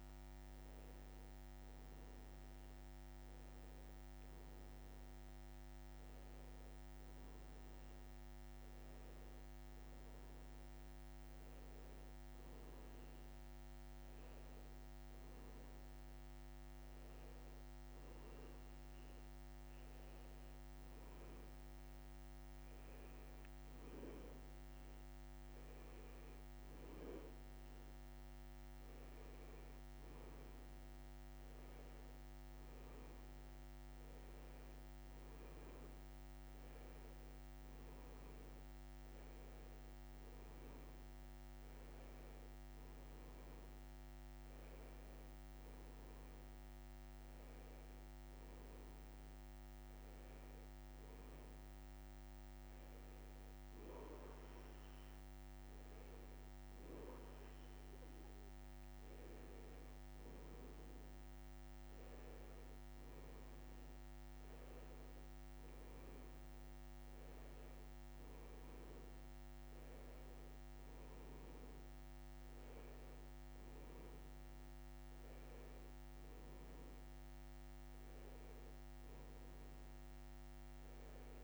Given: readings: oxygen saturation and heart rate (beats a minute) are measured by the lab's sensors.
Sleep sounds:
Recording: breathing in sleep, hard to hear, by a microphone on the trachea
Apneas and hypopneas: none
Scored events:
76.00-81.44 s: new sleep stage, N2 (light sleep)
From the record:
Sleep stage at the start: N1 (lightest sleep)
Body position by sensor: on the back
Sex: male

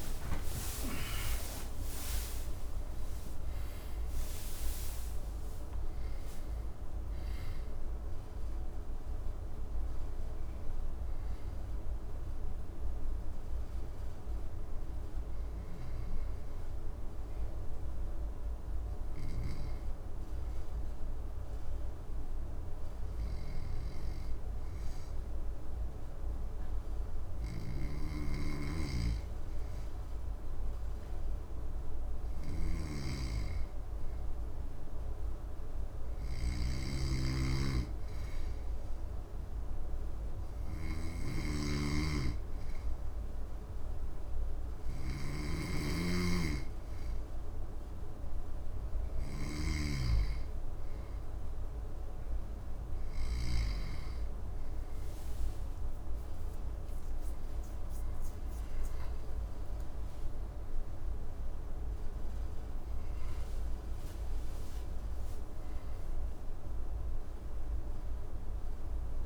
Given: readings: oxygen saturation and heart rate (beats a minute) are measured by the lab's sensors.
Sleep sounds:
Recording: breathing in sleep by a room microphone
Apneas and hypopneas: 1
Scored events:
0.00-14.00 s: oxygen desaturation (device-marked, oxygen 92% lowest, heart rate 63 extreme)
15.00-53.50 s: snoring (device-marked)
19.00-51.00 s: hypopnea (oxygen 99% before, 96% lowest, heart rate 87 before, 63 extreme, up 7 after)
55.00-59.50 s: arousal
From the record:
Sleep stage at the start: N2 (light sleep)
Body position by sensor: on the back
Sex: male

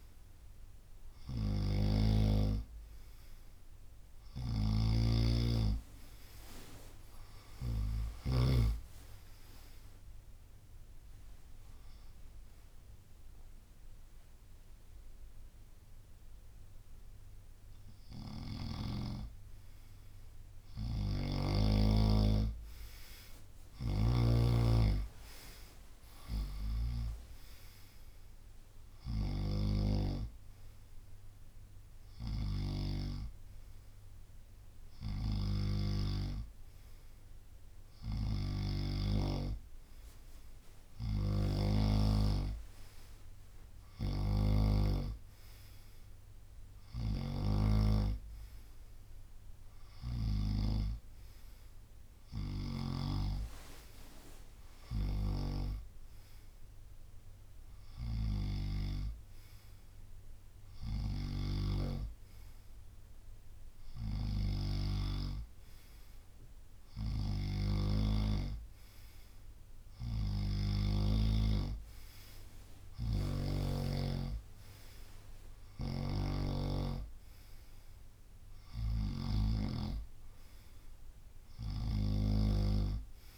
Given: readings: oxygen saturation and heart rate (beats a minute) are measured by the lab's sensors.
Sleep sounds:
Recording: breathing in sleep by a room microphone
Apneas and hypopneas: 1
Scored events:
0.00-2.00 s: snoring (device-marked)
4.00-8.50 s: snoring (device-marked)
4.50-8.50 s: arousal
9.00-19.00 s: drop in pulse transit time (device-marked, heart rate 72 before, 69 extreme)
10.50-21.50 s: hypopnea (oxygen 93% before, 92% lowest, heart rate 72 before, 64 extreme, up 11 after)
18.00-21.50 s: snoring (device-marked)
23.50-44.50 s: snoring (device-marked)
27.00-31.50 s: arousal
46.50-50.50 s: snoring (device-marked)
67.50-71.00 s: snoring (device-marked)
70.00-82.00 s: drop in pulse transit time (device-marked, heart rate 72 before, 69 extreme)
75.50-83.38 s: snoring (device-marked)
From the record:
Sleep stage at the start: N2 (light sleep)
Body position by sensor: on the right side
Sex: male

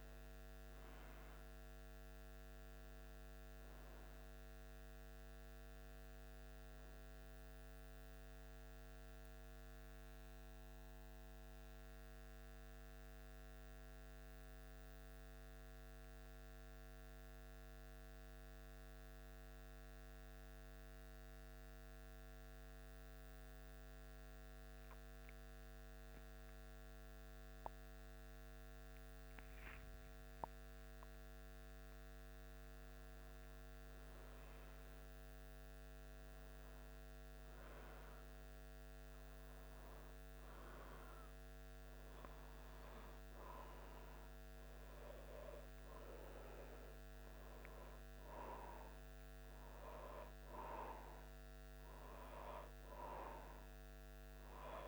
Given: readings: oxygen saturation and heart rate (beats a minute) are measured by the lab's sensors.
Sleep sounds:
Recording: breathing in sleep by a microphone on the trachea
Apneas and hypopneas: 1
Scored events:
9.50-31.50 s: mixed apnea (oxygen 96% before, 93% lowest, heart rate 76 before, 74 extreme, up 1 after)
26.50-46.50 s: oxygen desaturation (device-marked, oxygen 96% before, 93% lowest, heart rate 74 before, 73 extreme)
33.00-36.50 s: arousal
From the record:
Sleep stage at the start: N2 (light sleep)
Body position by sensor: on the back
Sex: male

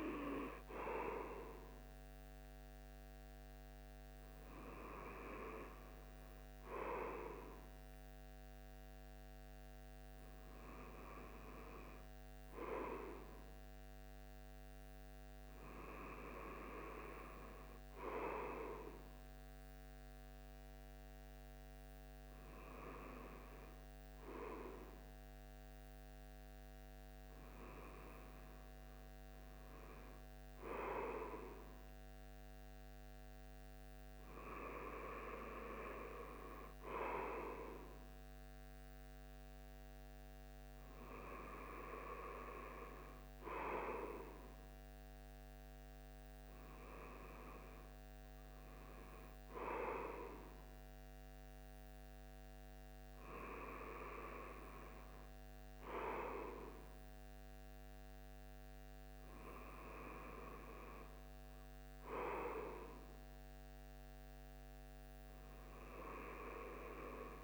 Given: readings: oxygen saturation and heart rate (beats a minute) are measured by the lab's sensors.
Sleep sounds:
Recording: breathing in sleep by a microphone on the trachea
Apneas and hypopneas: none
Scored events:
none scored
From the record:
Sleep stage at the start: REM sleep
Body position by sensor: on the right side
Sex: male

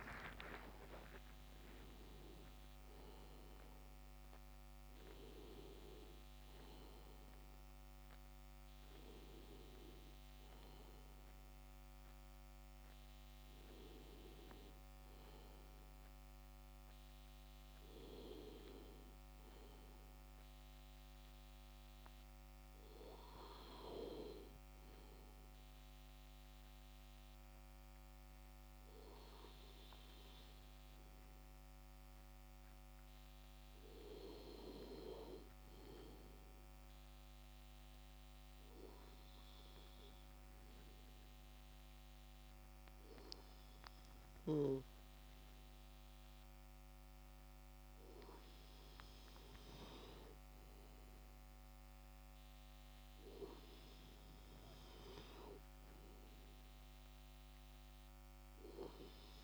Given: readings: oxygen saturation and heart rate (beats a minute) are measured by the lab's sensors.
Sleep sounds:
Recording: breathing in sleep by a microphone on the trachea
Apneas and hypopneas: 1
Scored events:
0.00-4.00 s: arousal
37.00-48.50 s: obstructive apnea (oxygen 98% before, 95% lowest)
51.00-55.00 s: arousal
From the record:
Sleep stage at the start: N2 (light sleep)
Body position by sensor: on the left side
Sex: male

